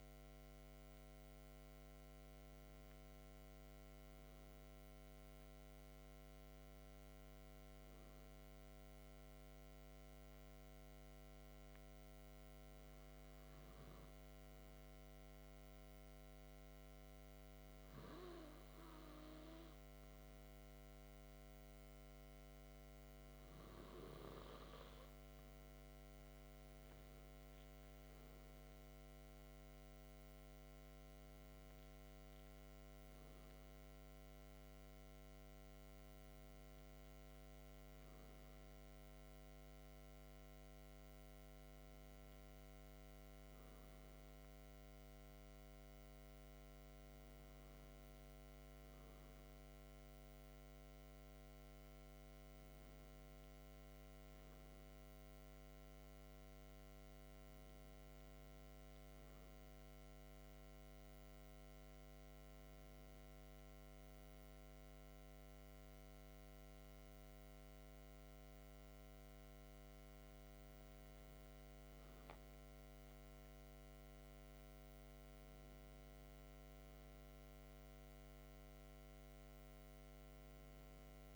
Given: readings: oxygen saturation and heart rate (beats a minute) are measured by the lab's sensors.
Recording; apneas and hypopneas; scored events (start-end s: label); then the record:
breathing in sleep, hard to hear, by a microphone on the trachea; 1
8.50-24.50 s: hypopnea (oxygen 97% before, 95% lowest, heart rate 50 before, 44 extreme, up 7 after)
26.50-29.50 s: arousal
From the record:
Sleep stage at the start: N2 (light sleep); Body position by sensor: on the back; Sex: male